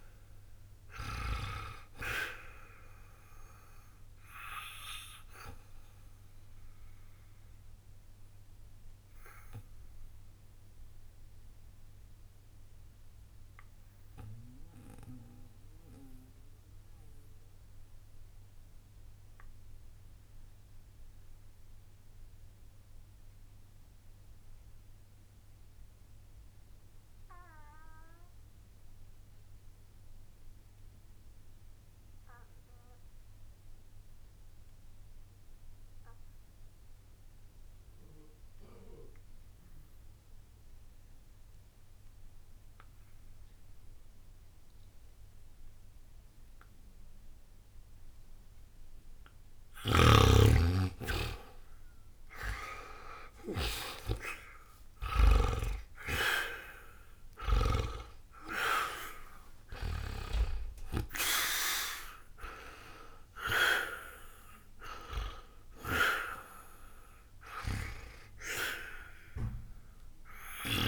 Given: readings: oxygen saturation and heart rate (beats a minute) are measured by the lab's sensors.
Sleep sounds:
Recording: breathing in sleep by a room microphone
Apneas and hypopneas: 1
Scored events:
0.00-29.00 s: oxygen desaturation (device-marked, oxygen 78% lowest, heart rate 60 extreme)
3.00-47.00 s: obstructive apnea (oxygen 96% before, 76% lowest, heart rate 70 before, 60 extreme, up 9 after)
43.00-70.88 s: oxygen desaturation (device-marked, oxygen 99% before, 76% lowest, heart rate 61 before, 59 extreme)
50.50-55.00 s: arousal
From the record:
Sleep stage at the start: N2 (light sleep)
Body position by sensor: on the back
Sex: male

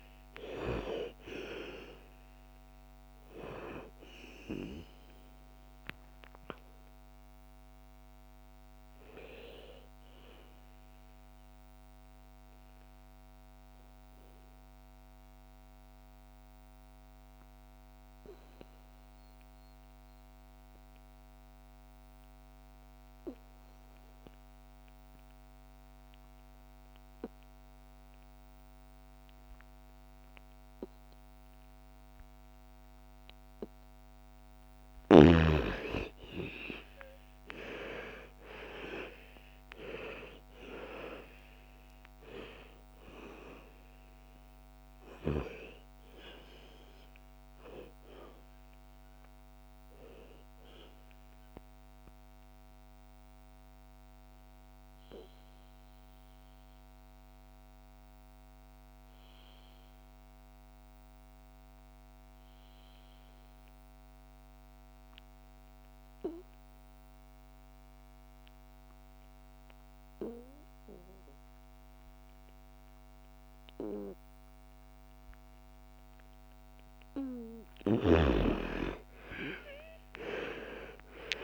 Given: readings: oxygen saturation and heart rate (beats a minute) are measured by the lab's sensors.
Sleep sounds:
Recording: breathing in sleep by a microphone on the trachea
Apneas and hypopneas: 2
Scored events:
0.00-21.00 s: oxygen desaturation (device-marked, oxygen 82% lowest, heart rate 54 extreme)
12.50-32.50 s: obstructive apnea (oxygen 98% before, 80% lowest, heart rate 64 before, 54 extreme, up 14 after)
35.00-54.00 s: oxygen desaturation (device-marked, oxygen 99% before, 84% lowest, heart rate 57 before, 56 extreme)
35.50-40.00 s: arousal
51.50-76.00 s: obstructive apnea (oxygen 99% before, 80% lowest, heart rate 66 before, 53 extreme, up 11 after)
72.00-81.44 s: oxygen desaturation (device-marked, oxygen 99% before, 80% lowest, heart rate 57 before, 53 extreme)
78.50-81.44 s: arousal
From the record:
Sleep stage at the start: N2 (light sleep)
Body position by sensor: on the back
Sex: female

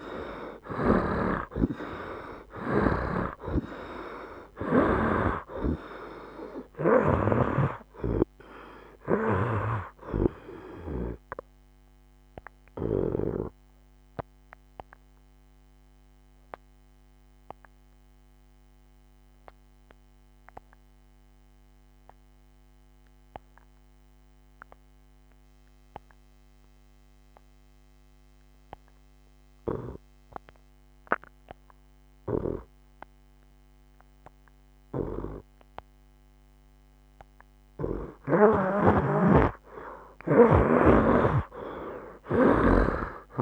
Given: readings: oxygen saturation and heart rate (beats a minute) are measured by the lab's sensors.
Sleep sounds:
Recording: breathing in sleep by a microphone on the trachea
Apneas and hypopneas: 1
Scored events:
0.00-1.00 s: snoring (device-marked)
0.00-26.00 s: oxygen desaturation (device-marked, oxygen 81% lowest, heart rate 63 extreme)
4.00-8.50 s: arousal
12.00-37.00 s: obstructive apnea (oxygen 97% before, 81% lowest, heart rate 78 before, 63 extreme, up 9 after)
38.00-43.42 s: oxygen desaturation (device-marked, oxygen 98% before, 83% lowest, heart rate 66 before, 64 extreme)
From the record:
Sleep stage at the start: N2 (light sleep)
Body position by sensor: on the right side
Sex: male

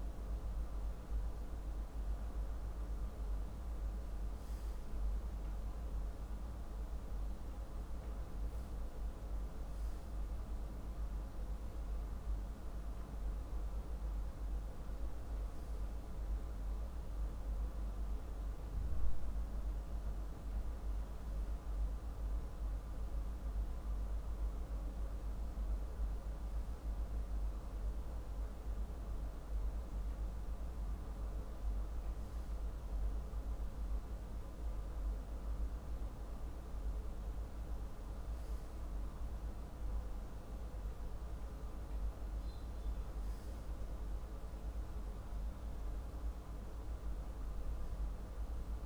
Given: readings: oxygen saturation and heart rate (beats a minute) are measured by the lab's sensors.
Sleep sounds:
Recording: breathing in sleep, hard to hear, by a room microphone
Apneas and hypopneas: none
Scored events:
none scored
From the record:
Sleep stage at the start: N2 (light sleep)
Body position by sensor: on the back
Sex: male

